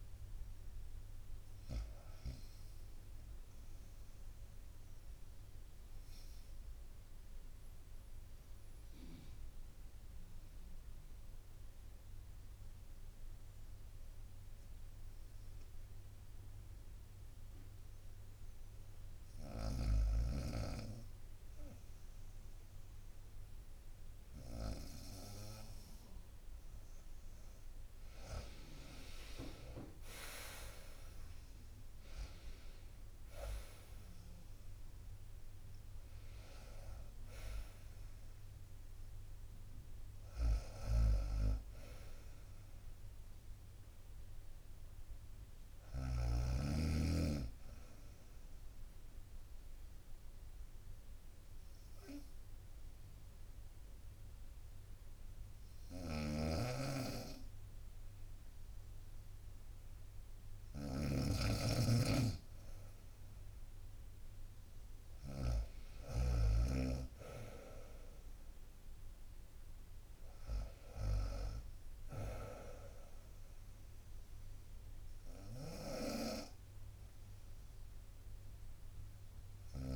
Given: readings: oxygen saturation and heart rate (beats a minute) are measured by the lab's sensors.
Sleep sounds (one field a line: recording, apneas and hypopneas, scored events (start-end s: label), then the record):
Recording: breathing in sleep by a room microphone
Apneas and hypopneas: 2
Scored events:
0.50-4.50 s: bradycardia (device-marked, heart rate 65 before, 59 extreme)
1.50-52.50 s: oxygen desaturation (device-marked, oxygen 96% before, 86% lowest, heart rate 65 before, 60 extreme)
5.00-18.00 s: obstructive apnea (oxygen 97% before, 86% lowest, heart rate 64 before, 62 extreme, up 3 after)
19.50-23.50 s: arousal
19.50-25.00 s: snoring (device-marked)
29.50-43.50 s: drop in pulse transit time (device-marked, heart rate 64 before, 68 extreme)
40.50-46.00 s: snoring (device-marked)
43.00-46.00 s: arousal
48.50-60.00 s: obstructive apnea (oxygen 90% before, 86% lowest, heart rate 73 before, 64 extreme, up 0 after)
56.00-65.50 s: snoring (device-marked)
63.00-66.50 s: arousal
75.50-79.96 s: snoring (device-marked)
From the record:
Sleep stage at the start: N2 (light sleep)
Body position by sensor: on the right side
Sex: female